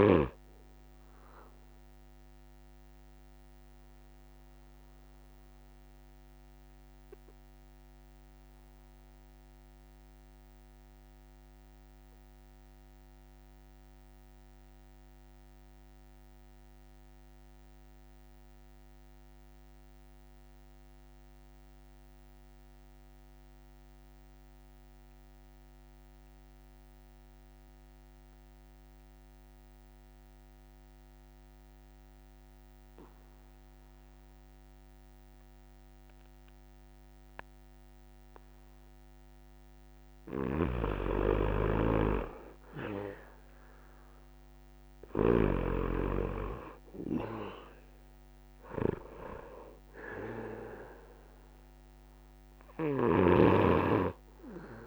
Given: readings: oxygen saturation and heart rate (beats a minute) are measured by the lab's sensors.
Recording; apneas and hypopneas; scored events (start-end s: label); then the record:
breathing in sleep by a microphone on the trachea; 1
0.00-20.00 s: oxygen desaturation (device-marked, oxygen 79% lowest)
1.50-39.50 s: mixed apnea (oxygen 94% before, 79% lowest)
37.00-54.86 s: oxygen desaturation (device-marked, oxygen 100% before, 81% lowest)
40.00-45.00 s: snoring (device-marked)
52.50-54.86 s: snoring (device-marked)
From the record:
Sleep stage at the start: N3 (deep sleep); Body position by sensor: on the back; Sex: male